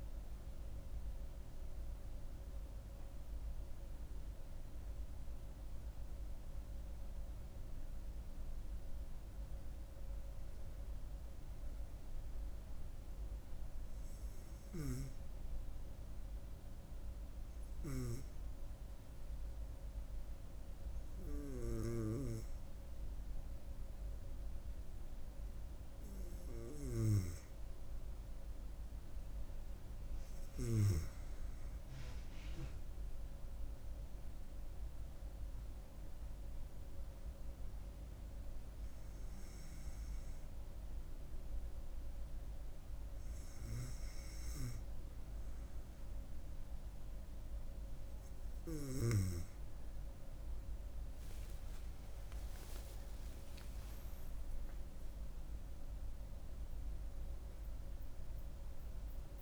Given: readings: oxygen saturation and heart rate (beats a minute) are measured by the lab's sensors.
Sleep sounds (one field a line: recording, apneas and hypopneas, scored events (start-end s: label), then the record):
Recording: breathing in sleep by a room microphone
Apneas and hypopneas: 1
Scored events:
0.00-8.00 s: oxygen desaturation (device-marked, oxygen 93% lowest, heart rate 66 extreme)
12.00-28.00 s: hypopnea (oxygen 97% before, 95% lowest, heart rate 75 before, 66 extreme, up 4 after)
29.50-33.50 s: arousal
51.00-56.50 s: arousal
From the record:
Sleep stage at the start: N2 (light sleep)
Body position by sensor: on the back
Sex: female